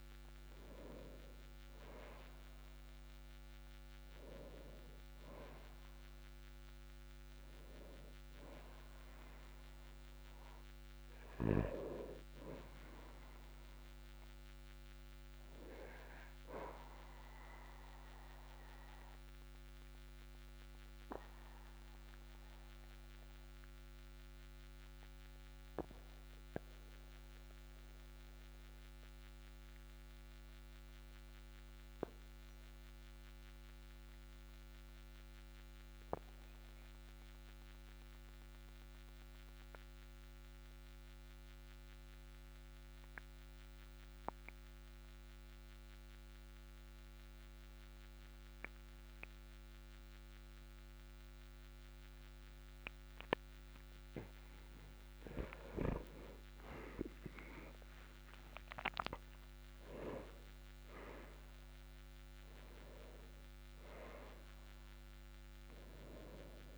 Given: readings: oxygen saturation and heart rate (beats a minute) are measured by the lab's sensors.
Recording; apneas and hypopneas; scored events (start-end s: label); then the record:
breathing in sleep by a microphone on the trachea; 1
18.50-54.00 s: obstructive apnea (oxygen 99% before, 92% lowest, heart rate 52 before, 42 extreme, up 13 after)
60.00-64.50 s: arousal
From the record:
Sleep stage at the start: N2 (light sleep); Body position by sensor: on the back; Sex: male